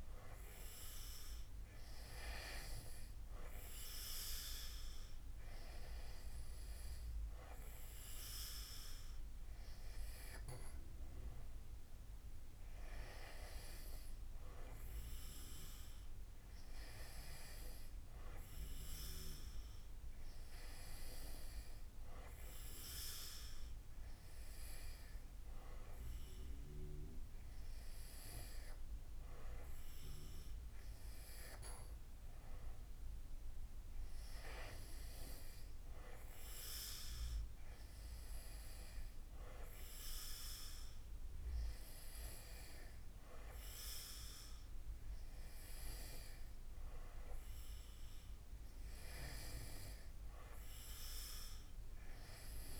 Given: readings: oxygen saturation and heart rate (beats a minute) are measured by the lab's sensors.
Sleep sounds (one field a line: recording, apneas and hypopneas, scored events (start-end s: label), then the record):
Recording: breathing in sleep by a room microphone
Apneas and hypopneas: none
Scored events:
none scored
From the record:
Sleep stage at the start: N2 (light sleep)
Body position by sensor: on the back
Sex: male